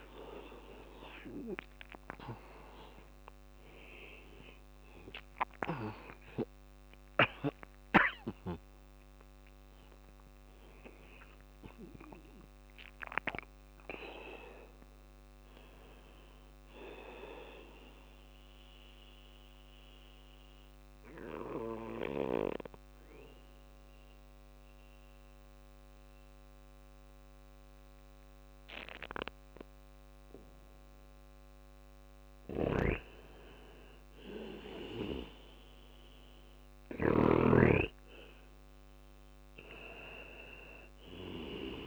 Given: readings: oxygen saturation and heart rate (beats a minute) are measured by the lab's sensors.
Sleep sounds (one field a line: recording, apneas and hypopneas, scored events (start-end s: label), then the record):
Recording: breathing in sleep by a microphone on the trachea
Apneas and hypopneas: 1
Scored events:
0.00-2.00 s: arousal
0.00-20.50 s: drop in pulse transit time (device-marked, heart rate 61 extreme)
0.50-22.50 s: oxygen desaturation (device-marked, oxygen 99% before, 92% lowest, heart rate 59 before, 51 extreme)
17.50-30.50 s: obstructive apnea (oxygen 99% before, 93% lowest, heart rate 68 before, 51 extreme, up 3 after)
18.50-29.50 s: bradycardia (device-marked, heart rate 61 before, 57 extreme)
31.50-36.50 s: snoring (device-marked)
32.50-36.50 s: arousal
32.50-41.87 s: bradycardia (device-marked, heart rate 61 before, 51 extreme)
39.50-41.87 s: oxygen desaturation (device-marked, oxygen 98% before, 95% lowest, heart rate 59 before, 51 extreme)
From the record:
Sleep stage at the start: N2 (light sleep)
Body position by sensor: on the back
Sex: male